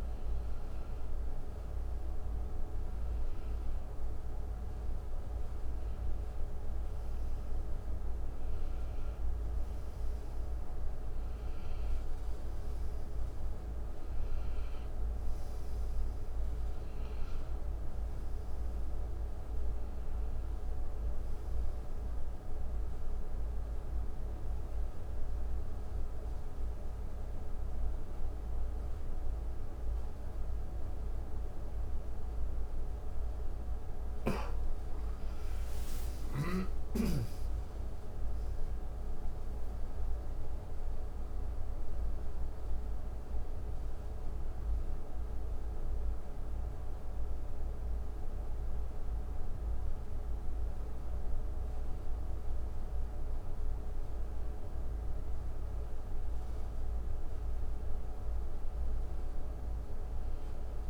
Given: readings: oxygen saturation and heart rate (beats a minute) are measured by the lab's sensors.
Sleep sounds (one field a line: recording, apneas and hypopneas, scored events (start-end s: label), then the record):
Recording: breathing in sleep, hard to hear, by a room microphone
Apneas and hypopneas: none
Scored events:
34.50-38.50 s: arousal
From the record:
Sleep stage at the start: N1 (lightest sleep)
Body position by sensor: on the right side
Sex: male